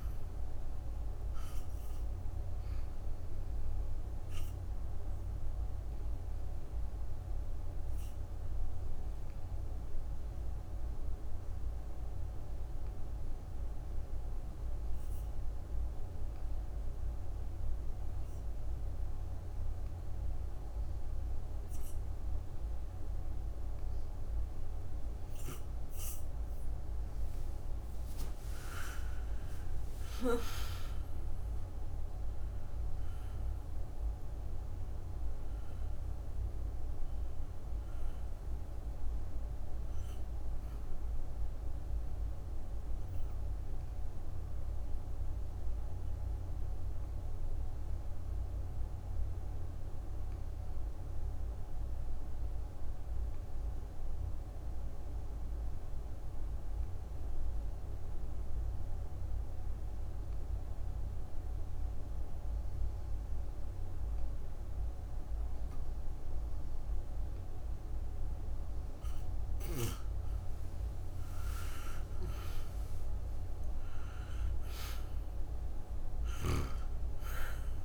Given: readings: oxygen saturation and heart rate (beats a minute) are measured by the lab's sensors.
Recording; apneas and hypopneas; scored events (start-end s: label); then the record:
breathing in sleep, hard to hear, by a room microphone; 2
2.00-25.50 s: obstructive apnea (oxygen 97% before, 88% lowest, heart rate 63 before, 57 extreme, up 8 after)
8.00-27.00 s: oxygen desaturation (device-marked, oxygen 96% before, 89% lowest, heart rate 65 before, 57 extreme)
28.00-32.00 s: arousal
40.50-67.00 s: obstructive apnea (oxygen 96% before, 88% lowest, heart rate 62 before, 58 extreme, up 10 after)
54.00-61.00 s: oxygen desaturation (device-marked, oxygen 93% before, 88% lowest, heart rate 64 before, 59 extreme)
70.00-73.50 s: arousal
71.00-77.85 s: oxygen desaturation (device-marked, oxygen 98% before, 88% lowest, heart rate 61 before, 58 extreme)
From the record:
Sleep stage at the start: N2 (light sleep); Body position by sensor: on the back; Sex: female